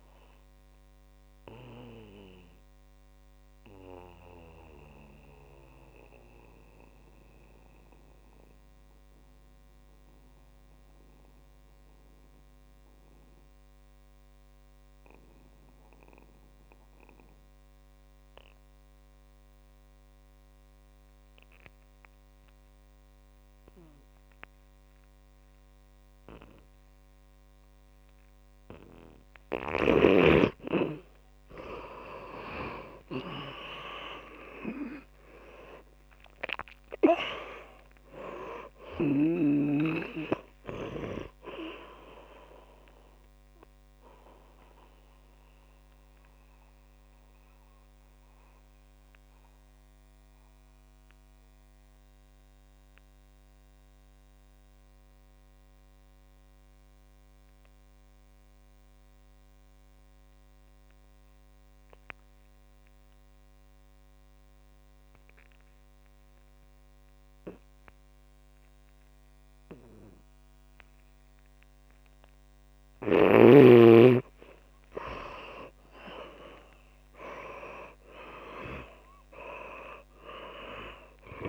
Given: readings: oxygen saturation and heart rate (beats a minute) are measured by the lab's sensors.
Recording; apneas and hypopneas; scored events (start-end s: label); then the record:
breathing in sleep by a microphone on the trachea; 2
0.00-17.50 s: oxygen desaturation (device-marked, oxygen 84% lowest, heart rate 57 extreme)
2.00-30.50 s: mixed apnea (oxygen 100% before, 84% lowest, heart rate 65 before, 57 extreme, up 14 after)
26.50-42.50 s: oxygen desaturation (device-marked, oxygen 100% before, 93% lowest, heart rate 61 before, 58 extreme)
33.00-37.00 s: arousal
44.00-72.50 s: mixed apnea (oxygen 100% before, 84% lowest, heart rate 65 before, 55 extreme, up 9 after)
44.50-61.50 s: oxygen desaturation (device-marked, oxygen 96% before, 85% lowest, heart rate 66 before, 55 extreme)
69.50-81.49 s: oxygen desaturation (device-marked, oxygen 100% before, 84% lowest, heart rate 65 before, 54 extreme)
74.50-79.00 s: arousal
From the record:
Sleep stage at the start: N2 (light sleep); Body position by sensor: on the back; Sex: male